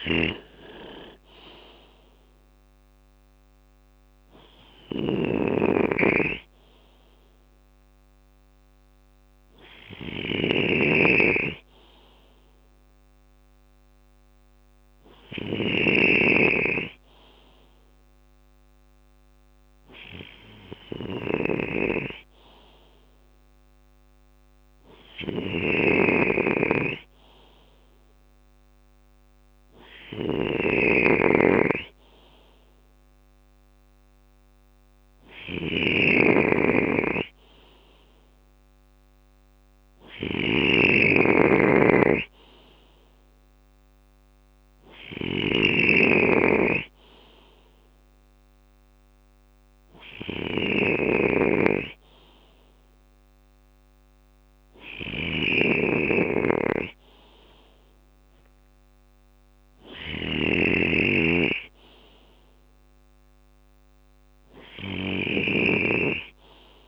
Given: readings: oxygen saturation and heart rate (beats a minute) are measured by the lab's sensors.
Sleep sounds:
breathing in sleep by a microphone on the trachea; none
0.00-10.00 s: drop in pulse transit time (device-marked, heart rate 58 extreme)
0.00-66.88 s: snoring (device-marked)
4.00-12.00 s: bradycardia (device-marked, heart rate 61 before, 58 extreme)
42.00-45.00 s: bradycardia (device-marked, heart rate 61 before, 60 extreme)
60.00-66.88 s: drop in pulse transit time (device-marked, heart rate 62 before, 56 extreme)
62.00-66.88 s: bradycardia (device-marked, heart rate 61 before, 56 extreme)
From the record:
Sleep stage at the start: N3 (deep sleep); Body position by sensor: on the left side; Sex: male

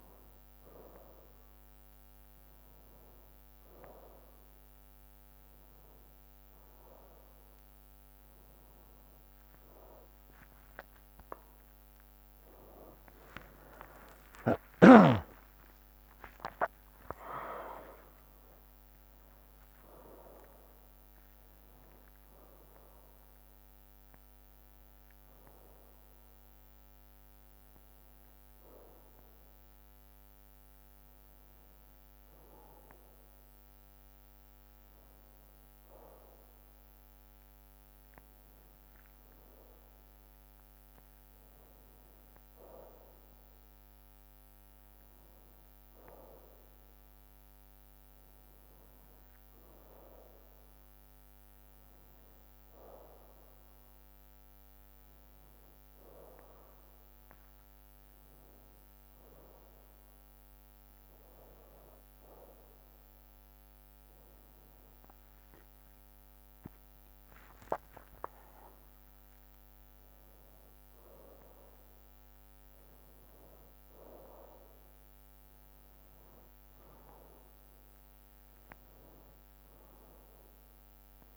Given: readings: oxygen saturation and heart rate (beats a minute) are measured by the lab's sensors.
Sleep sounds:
a person awake in a sleep study, by a microphone on the trachea; none
14.50-25.50 s: drop in pulse transit time (device-marked, heart rate 63 before, 67 extreme)
From the record:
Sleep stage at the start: awake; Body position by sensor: on the right side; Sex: male

